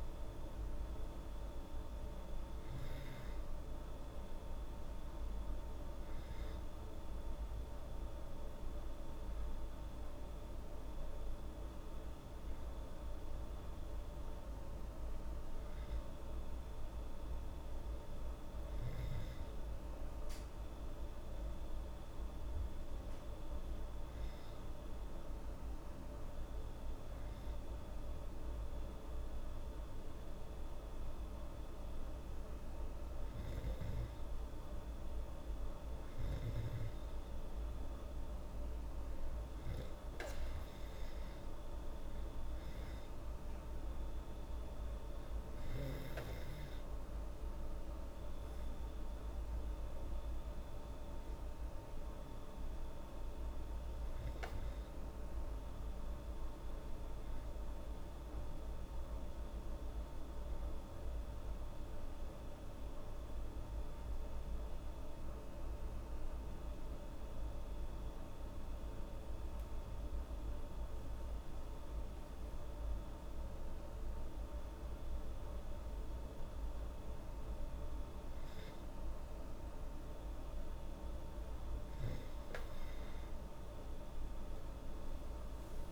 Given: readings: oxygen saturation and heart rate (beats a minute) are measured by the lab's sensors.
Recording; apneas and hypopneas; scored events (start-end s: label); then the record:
breathing in sleep, hard to hear, by a room microphone; 1
40.50-45.00 s: arousal
57.00-68.00 s: hypopnea (oxygen 96% before, 95% lowest, heart rate 79 before, 76 extreme, up 3 after)
84.00-85.92 s: arousal
From the record:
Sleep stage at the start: N2 (light sleep); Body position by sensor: on the back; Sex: female